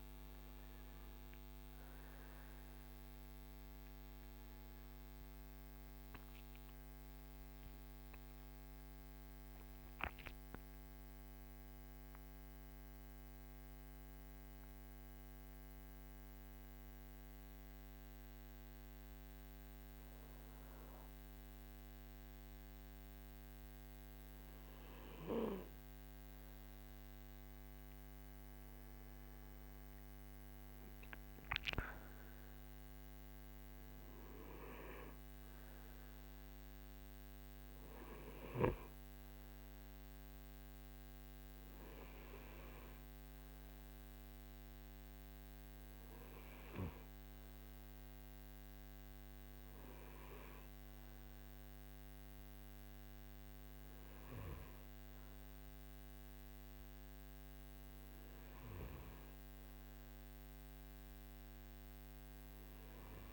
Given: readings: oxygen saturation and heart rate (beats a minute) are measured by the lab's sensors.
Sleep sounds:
breathing in sleep, hard to hear, by a microphone on the trachea; 1
4.50-6.50 s: long interval between heartbeats (device-marked, heart rate 76 before, 79 extreme)
7.00-25.00 s: mixed apnea (oxygen 96% before, 92% lowest, heart rate 78 before, 53 extreme, up 16 after)
27.00-31.50 s: arousal
28.50-30.50 s: long interval between heartbeats (device-marked, heart rate 60 before, 67 extreme)
48.50-63.33 s: oxygen desaturation (device-marked, oxygen 96% before, 92% lowest, heart rate 60 before, 54 extreme)
From the record:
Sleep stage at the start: N2 (light sleep); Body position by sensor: on the right side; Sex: male

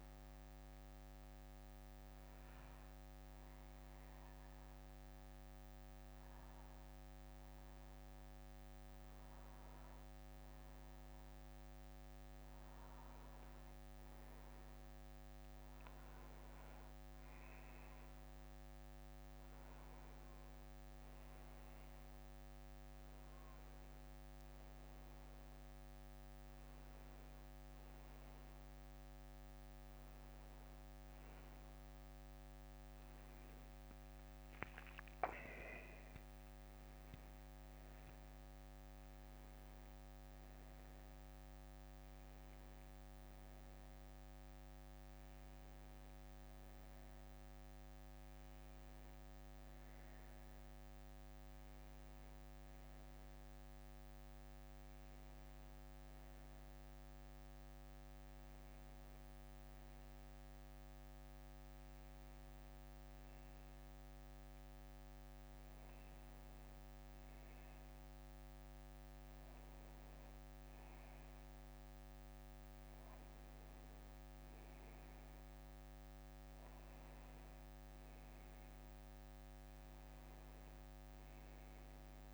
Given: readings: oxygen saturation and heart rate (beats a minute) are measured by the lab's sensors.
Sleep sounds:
breathing in sleep, hard to hear, by a microphone on the trachea; 1
0.00-6.00 s: bradycardia (device-marked, heart rate 64 before, 58 extreme)
0.50-11.00 s: obstructive apnea (oxygen 94% before, 93% lowest, heart rate 65 before, 57 extreme, up 7 after)
14.50-18.00 s: arousal
59.00-65.00 s: bradycardia (device-marked, heart rate 64 before, 55 extreme)
66.00-69.00 s: bradycardia (device-marked, heart rate 64 before, 59 extreme)
From the record:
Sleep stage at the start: N1 (lightest sleep); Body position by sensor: on the back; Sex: male

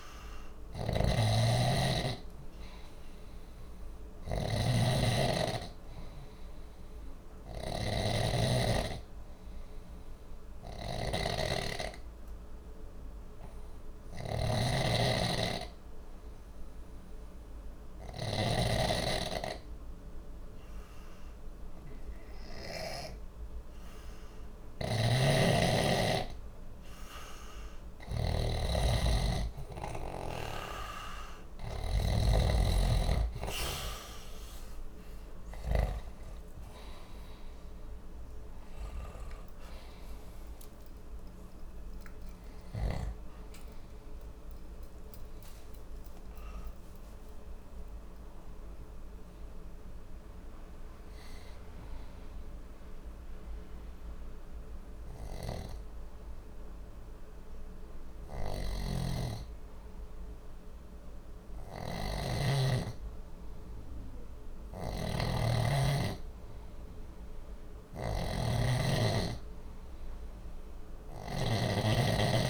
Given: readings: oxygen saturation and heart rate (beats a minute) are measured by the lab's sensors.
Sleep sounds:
breathing in sleep by a room microphone; 2
0.00-2.00 s: arousal
0.00-22.50 s: snoring (device-marked)
11.50-26.50 s: obstructive apnea (oxygen 95% before, 91% lowest, heart rate 60 before, 59 extreme, up 0 after)
24.50-35.50 s: snoring (device-marked)
33.00-37.00 s: arousal
47.50-63.00 s: hypopnea (oxygen 94% before, 91% lowest, heart rate 62 before, 59 extreme, up 1 after)
58.00-72.50 s: snoring (device-marked)
64.50-68.00 s: arousal
From the record:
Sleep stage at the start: N2 (light sleep); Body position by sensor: on the back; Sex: male

